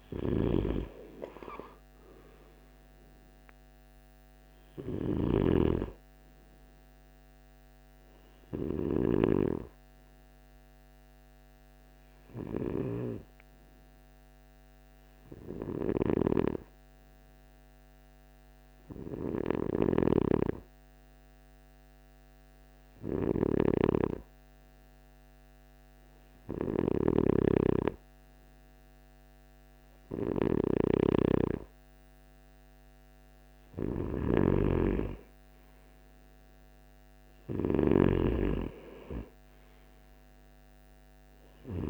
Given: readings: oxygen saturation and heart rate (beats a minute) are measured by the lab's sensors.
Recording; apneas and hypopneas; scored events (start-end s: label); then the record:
breathing in sleep by a microphone on the trachea; 1
4.00-8.50 s: snoring (device-marked)
12.50-29.50 s: hypopnea (oxygen 94% before, 93% lowest, heart rate 69 before, 57 extreme, up 8 after)
32.50-35.50 s: arousal
33.50-41.90 s: snoring (device-marked)
From the record:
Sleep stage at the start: N2 (light sleep); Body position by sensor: on the right side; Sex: male